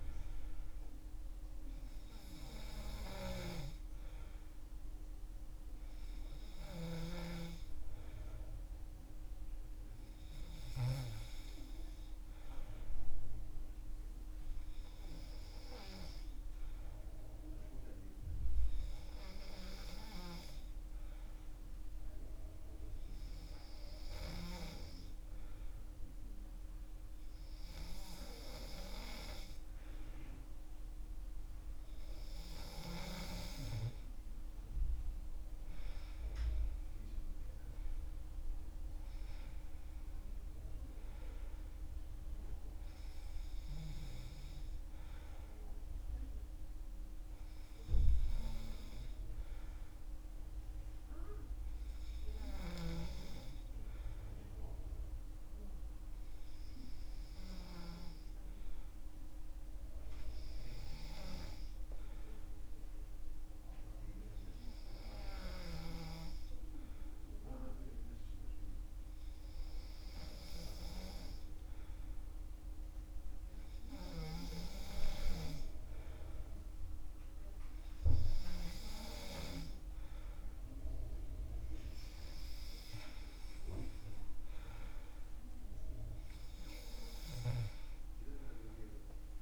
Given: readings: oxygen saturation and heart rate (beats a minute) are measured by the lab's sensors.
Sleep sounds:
breathing in sleep by a room microphone; 2
11.00-30.50 s: hypopnea (oxygen 97% before, 95% lowest, heart rate 69 before, 63 extreme, up 7 after)
34.50-37.50 s: arousal
61.50-76.00 s: hypopnea (oxygen 97% before, 95% lowest, heart rate 68 before, 62 extreme, up 7 after)
78.00-80.50 s: arousal
From the record:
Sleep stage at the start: N2 (light sleep); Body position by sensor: on the back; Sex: male

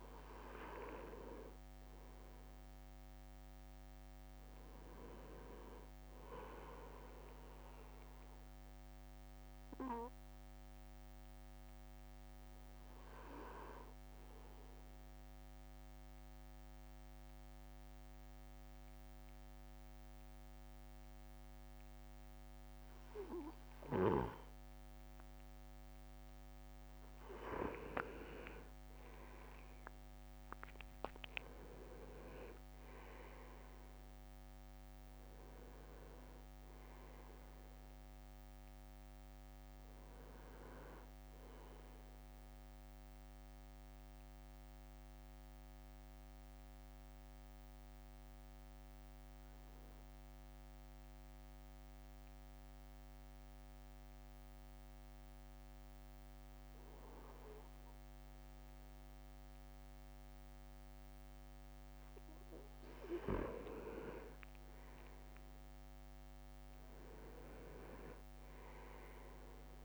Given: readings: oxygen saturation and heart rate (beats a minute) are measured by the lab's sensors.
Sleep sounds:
breathing in sleep by a microphone on the trachea; 2
0.00-2.50 s: arousal
12.00-13.00 s: leg movement (device-marked)
13.50-27.50 s: obstructive apnea (oxygen 97% before, 95% lowest, heart rate 56 before, 52 extreme, up 8 after)
27.50-28.50 s: leg movement (device-marked)
29.50-31.00 s: leg movement (device-marked)
29.50-33.00 s: arousal
30.00-41.00 s: drop in pulse transit time (device-marked, heart rate 53 before, 56 extreme)
43.00-63.50 s: mixed apnea (oxygen 97% before, 95% lowest, heart rate 56 before, 50 extreme, up 5 after)
63.50-64.50 s: leg movement (device-marked)
65.00-68.50 s: arousal
From the record:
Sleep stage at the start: N2 (light sleep); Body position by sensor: on the right side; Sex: male

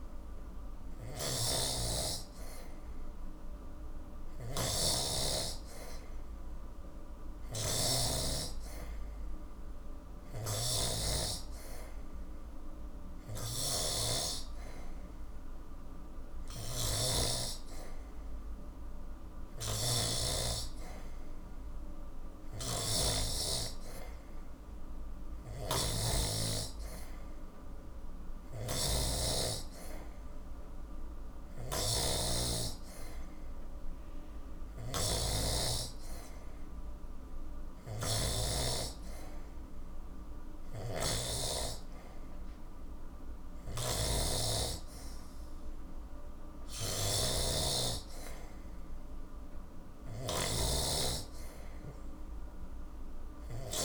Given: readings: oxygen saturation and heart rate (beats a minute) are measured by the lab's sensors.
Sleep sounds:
breathing in sleep by a room microphone; none
0.00-8.00 s: snoring (device-marked)
10.00-53.84 s: snoring (device-marked)
From the record:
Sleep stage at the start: N2 (light sleep); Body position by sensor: on the back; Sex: male

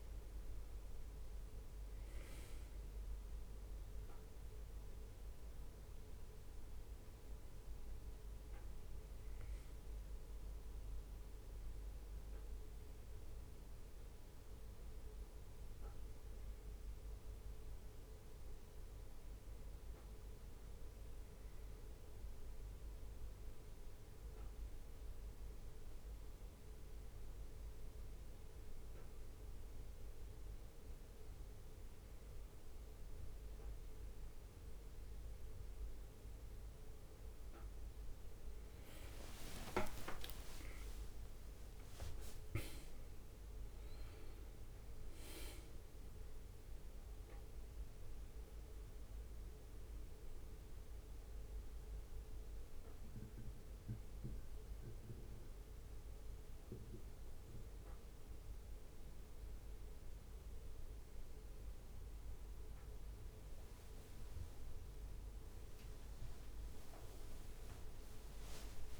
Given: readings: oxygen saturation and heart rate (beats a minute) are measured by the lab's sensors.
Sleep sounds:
breathing in sleep, hard to hear, by a room microphone; none
37.50-42.50 s: arousal
40.00-42.00 s: leg movement (device-marked)
62.50-69.00 s: leg movement (device-marked)
67.50-69.00 s: arousal
From the record:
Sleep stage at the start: N1 (lightest sleep); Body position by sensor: on the back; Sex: male

